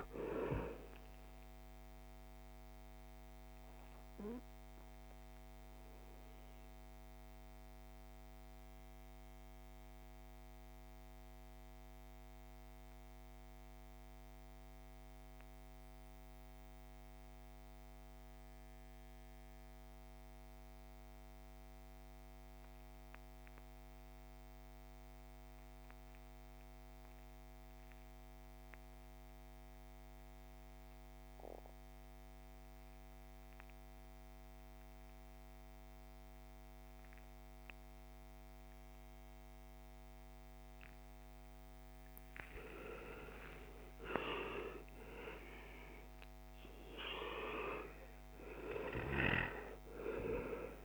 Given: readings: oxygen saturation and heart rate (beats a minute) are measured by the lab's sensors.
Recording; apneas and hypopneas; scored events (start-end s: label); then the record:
breathing in sleep by a microphone on the trachea; 1
0.00-27.50 s: oxygen desaturation (device-marked, oxygen 80% lowest)
6.50-41.50 s: mixed apnea (oxygen 99% before, 74% lowest)
39.50-50.85 s: oxygen desaturation (device-marked, oxygen 98% before, 74% lowest)
42.50-47.50 s: arousal
From the record:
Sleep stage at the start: N2 (light sleep); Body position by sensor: on the back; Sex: male